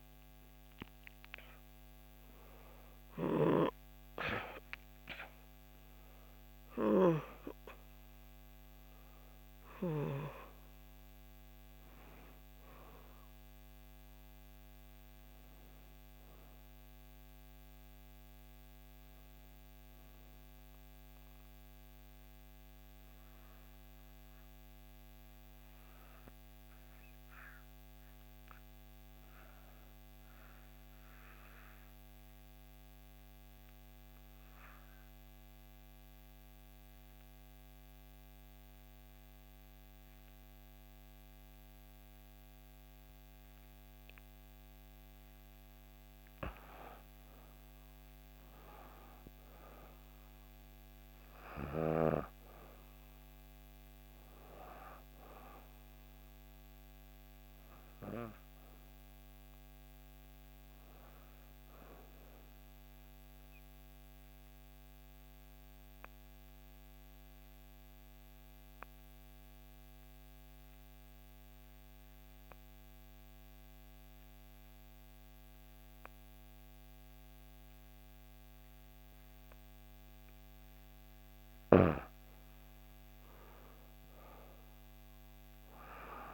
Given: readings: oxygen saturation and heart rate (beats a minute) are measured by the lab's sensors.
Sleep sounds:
breathing in sleep by a microphone on the trachea; 2
0.00-1.00 s: arousal
0.00-20.00 s: oxygen desaturation (device-marked, oxygen 88% lowest, heart rate 58 extreme)
17.50-45.50 s: obstructive apnea (oxygen 96% before, 88% lowest, heart rate 64 before, 57 extreme, up 2 after)
41.00-67.00 s: oxygen desaturation (device-marked, oxygen 97% before, 88% lowest, heart rate 60 before, 57 extreme)
48.50-52.50 s: arousal
62.00-80.50 s: obstructive apnea (oxygen 97% before, 87% lowest, heart rate 60 before, 57 extreme, up 6 after)
83.00-86.34 s: arousal
84.00-86.34 s: oxygen desaturation (device-marked, oxygen 96% before, 90% lowest, heart rate 59 before, 58 extreme)
From the record:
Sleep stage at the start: N2 (light sleep); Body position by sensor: on the back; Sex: female

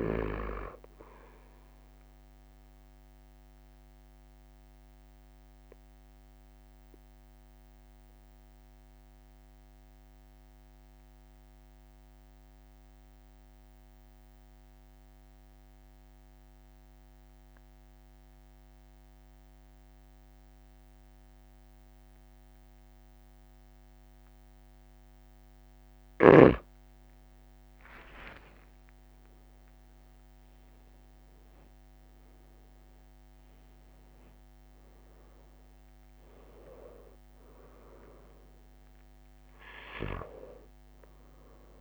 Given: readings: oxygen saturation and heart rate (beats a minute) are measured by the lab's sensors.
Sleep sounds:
breathing in sleep by a microphone on the trachea; 1
0.00-1.00 s: long interval between heartbeats (device-marked, heart rate 37 extreme)
3.00-23.50 s: obstructive apnea (oxygen 97% before, 92% lowest, heart rate 40 before, 28 extreme, up 22 after)
20.00-22.00 s: long interval between heartbeats (device-marked, heart rate 41 before, 46 extreme)
28.00-30.00 s: long interval between heartbeats (device-marked, heart rate 43 before, 47 extreme)
28.00-32.50 s: arousal
30.00-32.00 s: long interval between heartbeats (device-marked, heart rate 44 before, 60 extreme)
33.50-35.50 s: long interval between heartbeats (device-marked, heart rate 46 before, 58 extreme)
40.00-41.81 s: long interval between heartbeats (device-marked, heart rate 46 before, 30 extreme)
From the record:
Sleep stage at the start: N2 (light sleep); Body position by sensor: on the right side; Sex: male

